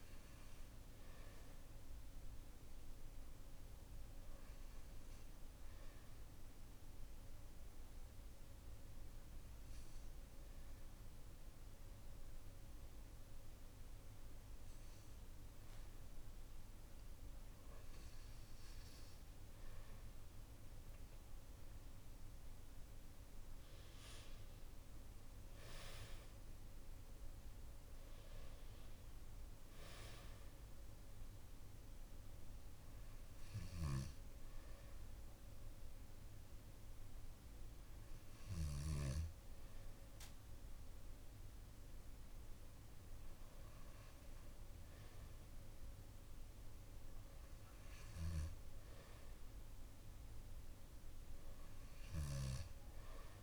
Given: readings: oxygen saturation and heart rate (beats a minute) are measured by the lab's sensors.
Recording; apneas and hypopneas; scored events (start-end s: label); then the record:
breathing in sleep by a room microphone; 1
0.00-16.50 s: oxygen desaturation (device-marked, oxygen 91% lowest, heart rate 53 extreme)
4.00-16.50 s: obstructive apnea (oxygen 96% before, 91% lowest, heart rate 58 before, 53 extreme, up 10 after)
18.00-22.00 s: arousal
49.00-53.00 s: arousal
From the record:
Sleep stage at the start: N2 (light sleep); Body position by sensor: on the back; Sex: male